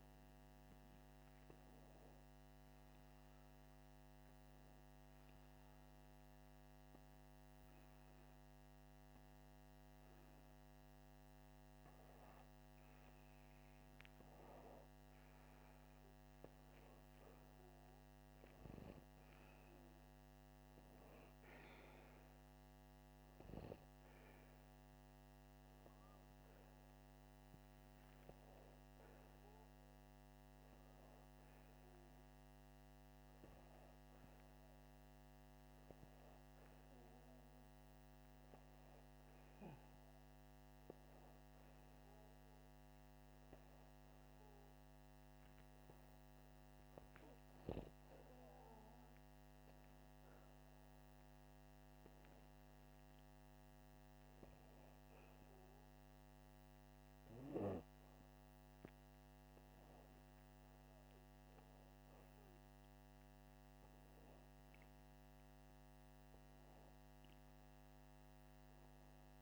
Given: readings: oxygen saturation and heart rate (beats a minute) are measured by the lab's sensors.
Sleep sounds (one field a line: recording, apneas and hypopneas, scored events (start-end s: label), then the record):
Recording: breathing in sleep, hard to hear, by a microphone on the trachea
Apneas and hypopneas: none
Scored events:
none scored
From the record:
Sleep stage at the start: N2 (light sleep)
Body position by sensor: upright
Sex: male